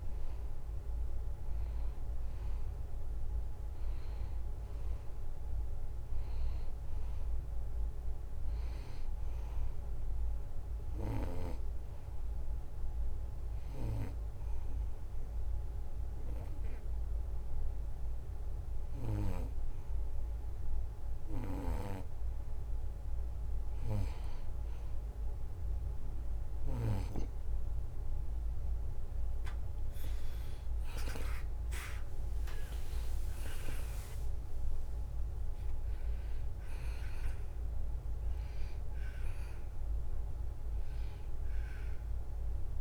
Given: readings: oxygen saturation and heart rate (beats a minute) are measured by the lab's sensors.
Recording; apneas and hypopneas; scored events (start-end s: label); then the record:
breathing in sleep by a room microphone; 1
10.50-22.50 s: obstructive apnea (oxygen 95% before, 90% lowest, heart rate 73 before, 71 extreme, up 1 after)
21.50-27.00 s: snoring (device-marked)
24.50-29.00 s: arousal
32.50-42.81 s: drop in pulse transit time (device-marked, heart rate 73 before, 74 extreme)
32.50-42.81 s: oxygen desaturation (device-marked, oxygen 94% before, 90% lowest, heart rate 73 before, 74 extreme)
From the record:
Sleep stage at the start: N2 (light sleep); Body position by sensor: on the back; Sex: male